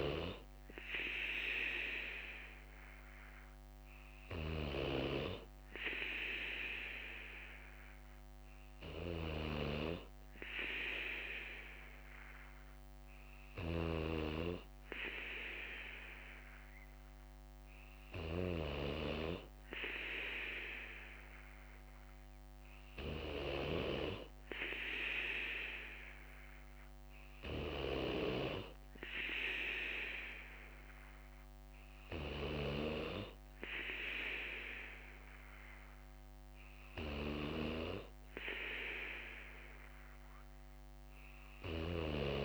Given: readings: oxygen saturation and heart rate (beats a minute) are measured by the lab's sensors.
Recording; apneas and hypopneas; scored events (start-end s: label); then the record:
breathing in sleep by a microphone on the trachea; none
9.00-11.00 s: bradycardia (device-marked, heart rate 60 before, 60 extreme)
From the record:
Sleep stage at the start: N3 (deep sleep); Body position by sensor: on the right side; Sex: male